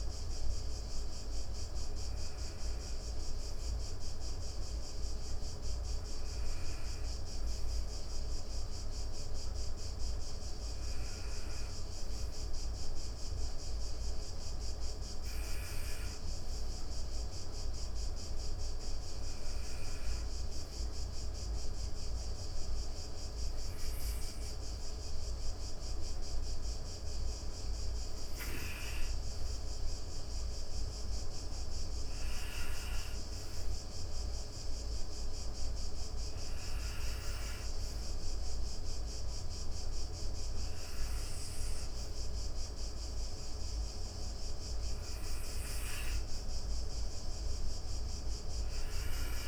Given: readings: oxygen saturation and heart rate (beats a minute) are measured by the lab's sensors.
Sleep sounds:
breathing in sleep, hard to hear, by a room microphone; none
9.50-49.48 s: new sleep stage, N2 (light sleep)
From the record:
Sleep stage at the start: N1 (lightest sleep); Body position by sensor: on the back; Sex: female

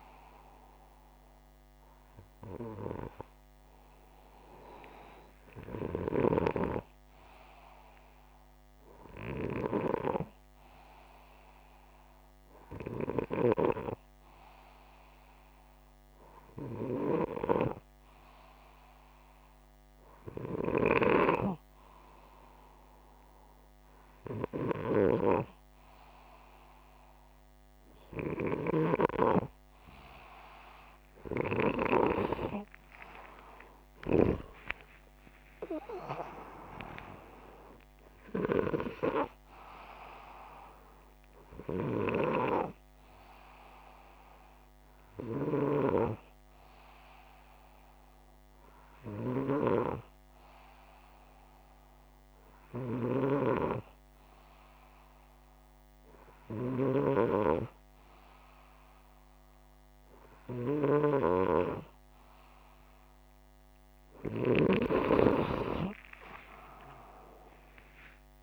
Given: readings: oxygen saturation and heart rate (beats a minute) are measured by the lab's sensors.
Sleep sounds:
breathing in sleep by a microphone on the trachea; none
30.00-34.00 s: arousal
From the record:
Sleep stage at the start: N2 (light sleep); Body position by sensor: upright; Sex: male

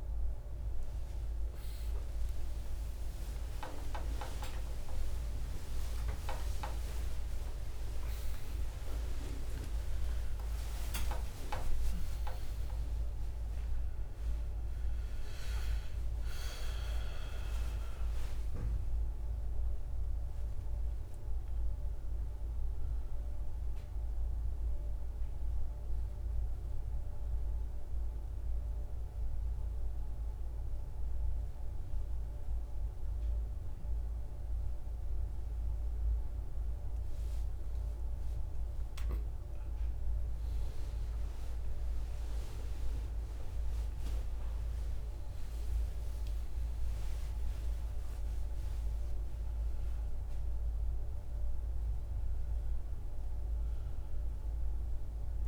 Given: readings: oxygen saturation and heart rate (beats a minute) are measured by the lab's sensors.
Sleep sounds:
a person awake in a sleep study, by a room microphone; none
0.00-4.50 s: oxygen desaturation (device-marked, oxygen 93% lowest, heart rate 63 extreme)
From the record:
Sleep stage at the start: awake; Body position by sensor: on the back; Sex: male

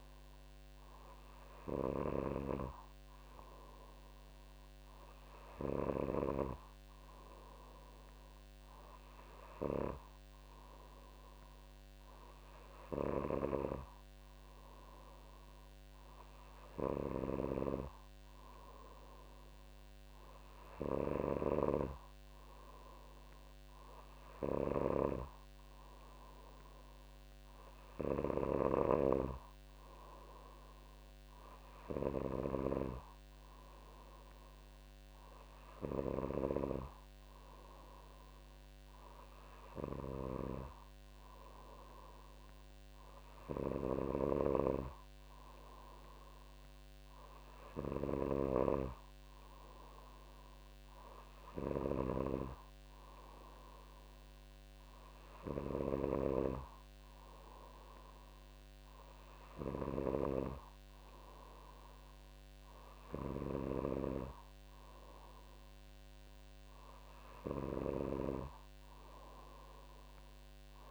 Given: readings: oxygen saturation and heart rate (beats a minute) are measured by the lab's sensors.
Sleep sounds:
breathing in sleep by a microphone on the trachea; none
none scored
From the record:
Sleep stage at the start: N2 (light sleep); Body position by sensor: on the back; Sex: female

